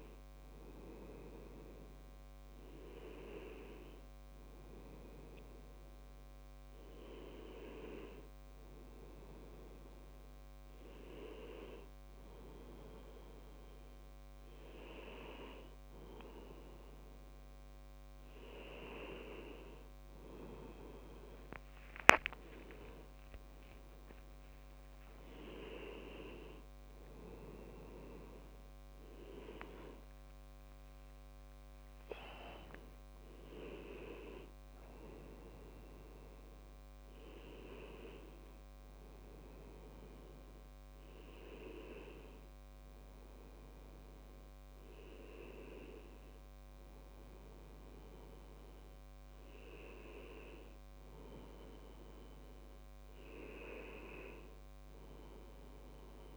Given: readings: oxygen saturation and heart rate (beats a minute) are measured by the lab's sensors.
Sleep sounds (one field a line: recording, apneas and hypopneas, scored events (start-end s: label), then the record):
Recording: breathing in sleep by a microphone on the trachea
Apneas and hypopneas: none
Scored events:
0.00-13.00 s: oxygen desaturation (device-marked, oxygen 93% lowest, heart rate 66 extreme)
2.00-56.37 s: new sleep stage, N1 (lightest sleep)
21.00-25.50 s: arousal
22.50-24.50 s: long interval between heartbeats (device-marked, heart rate 69 before, 77 extreme)
From the record:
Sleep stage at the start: N2 (light sleep)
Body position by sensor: on the back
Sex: male